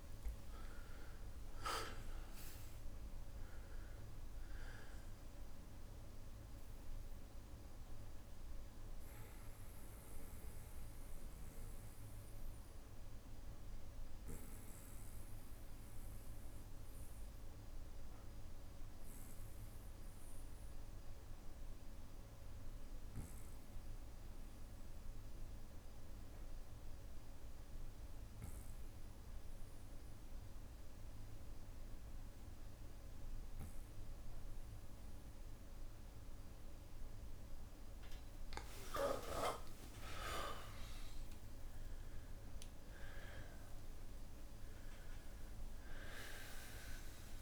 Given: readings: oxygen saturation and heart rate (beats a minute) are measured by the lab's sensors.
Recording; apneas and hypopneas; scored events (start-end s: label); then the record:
breathing in sleep by a room microphone; 1
0.00-24.00 s: oxygen desaturation (device-marked, oxygen 92% lowest, heart rate 55 extreme)
7.00-29.00 s: bradycardia (device-marked, heart rate 60 before, 55 extreme)
9.50-36.50 s: obstructive apnea (oxygen 99% before, 92% lowest, heart rate 61 before, 55 extreme, up 31 after)
38.00-47.42 s: oxygen desaturation (device-marked, oxygen 99% before, 94% lowest, heart rate 58 before, 57 extreme)
38.50-42.50 s: arousal
39.00-41.00 s: long interval between heartbeats (device-marked, heart rate 59 before, 78 extreme)
44.00-47.42 s: tachycardia (device-marked, heart rate 61 before, 108 extreme)
46.00-47.42 s: long interval between heartbeats (device-marked, heart rate 69 before, 86 extreme)
From the record:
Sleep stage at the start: N2 (light sleep); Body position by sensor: on the back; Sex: male